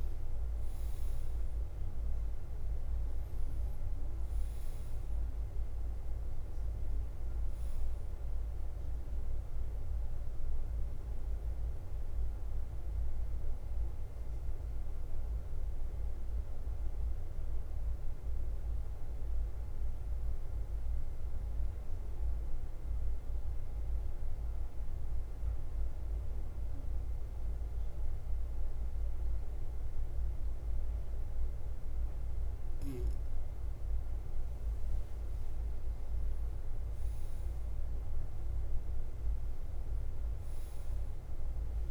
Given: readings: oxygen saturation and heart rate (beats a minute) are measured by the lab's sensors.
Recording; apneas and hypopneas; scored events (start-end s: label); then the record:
breathing in sleep, hard to hear, by a room microphone; 1
0.00-41.90 s: bradycardia (device-marked, heart rate 40 extreme)
0.50-31.50 s: oxygen desaturation (device-marked, oxygen 96% before, 90% lowest, heart rate 50 before, 43 extreme)
13.50-33.00 s: obstructive apnea (oxygen 96% before, 90% lowest, heart rate 51 before, 43 extreme, up 10 after)
33.00-35.00 s: long interval between heartbeats (device-marked, heart rate 49 before, 59 extreme)
35.00-39.00 s: arousal
From the record:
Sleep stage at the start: N2 (light sleep); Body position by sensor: on the front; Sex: male